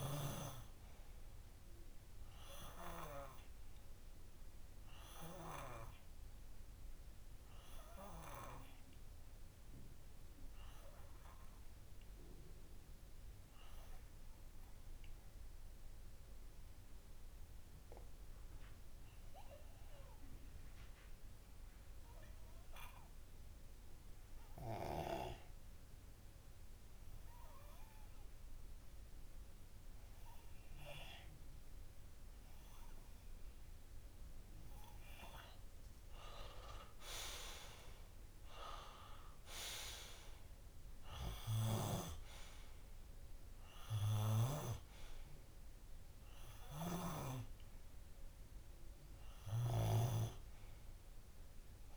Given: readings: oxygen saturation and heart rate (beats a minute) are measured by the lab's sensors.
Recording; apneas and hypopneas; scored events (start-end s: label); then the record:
breathing in sleep by a room microphone; 1
4.00-35.00 s: obstructive apnea (oxygen 98% before, 94% lowest)
37.50-41.50 s: arousal
38.50-51.97 s: oxygen desaturation (device-marked, oxygen 98% before, 95% lowest)
From the record:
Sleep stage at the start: REM sleep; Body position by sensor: on the left side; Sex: male